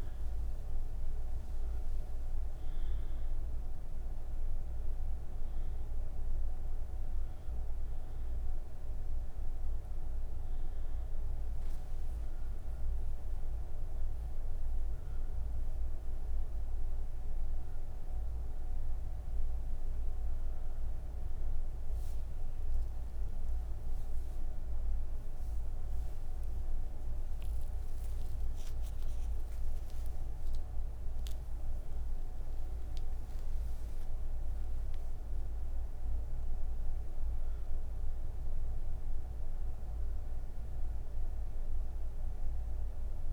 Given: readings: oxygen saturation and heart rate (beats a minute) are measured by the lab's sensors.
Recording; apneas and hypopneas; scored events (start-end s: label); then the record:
breathing in sleep, hard to hear, by a room microphone; none
none scored
From the record:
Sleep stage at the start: N3 (deep sleep); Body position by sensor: on the right side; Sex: female